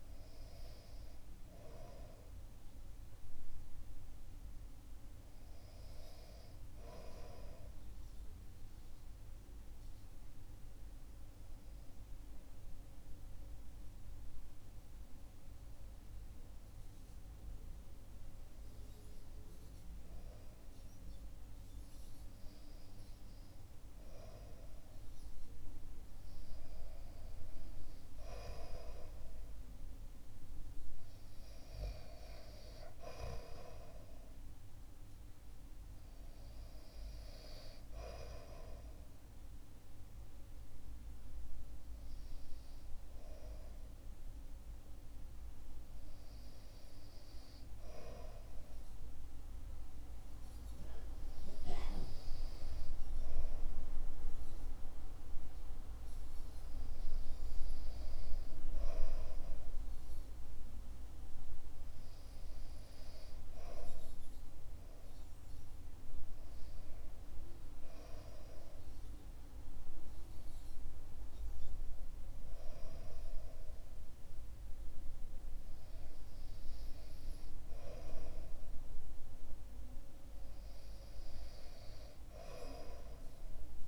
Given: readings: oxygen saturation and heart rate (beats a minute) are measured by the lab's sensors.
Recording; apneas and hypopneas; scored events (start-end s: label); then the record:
breathing in sleep by a room microphone; 1
8.50-22.50 s: hypopnea (oxygen 97% before, 92% lowest, heart rate 63 before, 61 extreme, up 3 after)
25.50-29.50 s: arousal
26.00-48.00 s: oxygen desaturation (device-marked, oxygen 96% before, 92% lowest, heart rate 63 before, 65 extreme)
From the record:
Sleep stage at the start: REM sleep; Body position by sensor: on the back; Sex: male